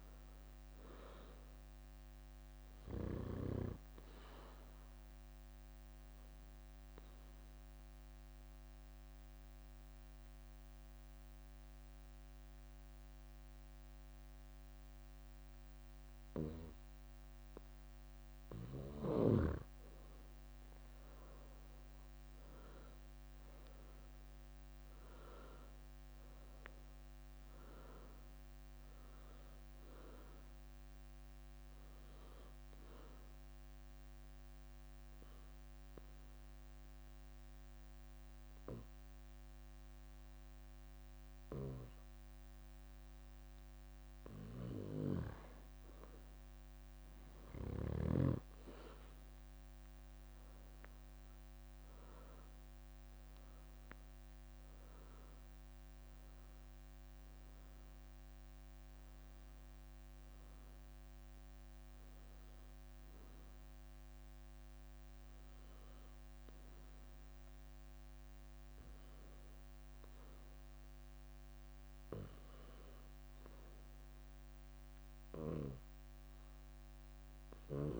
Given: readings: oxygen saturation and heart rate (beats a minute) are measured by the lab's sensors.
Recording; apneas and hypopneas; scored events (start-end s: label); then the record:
breathing in sleep by a microphone on the trachea; 3
0.00-16.50 s: oxygen desaturation (device-marked, oxygen 92% lowest, heart rate 49 extreme)
4.50-13.50 s: bradycardia (device-marked, heart rate 68 before, 49 extreme)
7.50-19.50 s: obstructive apnea (oxygen 98% before, 92% lowest, heart rate 62 before, 55 extreme, up 21 after)
21.50-25.50 s: arousal
24.50-43.50 s: oxygen desaturation (device-marked, oxygen 97% before, 92% lowest, heart rate 59 before, 56 extreme)
31.50-40.50 s: bradycardia (device-marked, heart rate 67 before, 56 extreme)
32.50-43.50 s: obstructive apnea (oxygen 97% before, 90% lowest, heart rate 65 before, 56 extreme, up 11 after)
44.00-53.50 s: leg movement (device-marked)
45.50-49.00 s: arousal
53.50-69.00 s: hypopnea (oxygen 98% before, 90% lowest, heart rate 61 before, 59 extreme, up 4 after)
56.50-70.50 s: oxygen desaturation (device-marked, oxygen 98% before, 93% lowest, heart rate 63 before, 58 extreme)
62.50-68.50 s: bradycardia (device-marked, heart rate 66 before, 59 extreme)
From the record:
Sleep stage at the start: N2 (light sleep); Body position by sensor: on the back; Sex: female